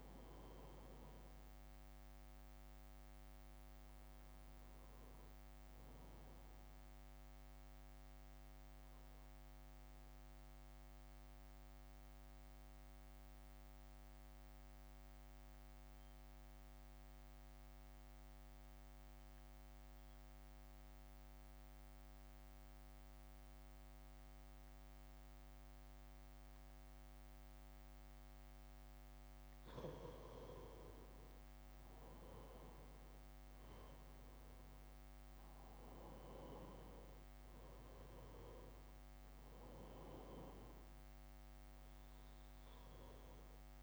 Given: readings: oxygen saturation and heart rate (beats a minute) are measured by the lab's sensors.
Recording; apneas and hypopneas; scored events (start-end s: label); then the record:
breathing in sleep by a microphone on the trachea; 1
0.00-10.00 s: drop in pulse transit time (device-marked, heart rate 56 extreme)
0.00-18.00 s: oxygen desaturation (device-marked, oxygen 91% lowest, heart rate 57 extreme)
9.50-28.50 s: obstructive apnea (oxygen 96% before, 90% lowest, heart rate 60 before, 56 extreme, up 0 after)
30.50-35.00 s: arousal
31.00-43.83 s: oxygen desaturation (device-marked, oxygen 97% before, 90% lowest, heart rate 61 before, 54 extreme)
33.00-43.83 s: drop in pulse transit time (device-marked, heart rate 61 before, 56 extreme)
From the record:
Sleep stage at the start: N2 (light sleep); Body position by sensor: on the back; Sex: male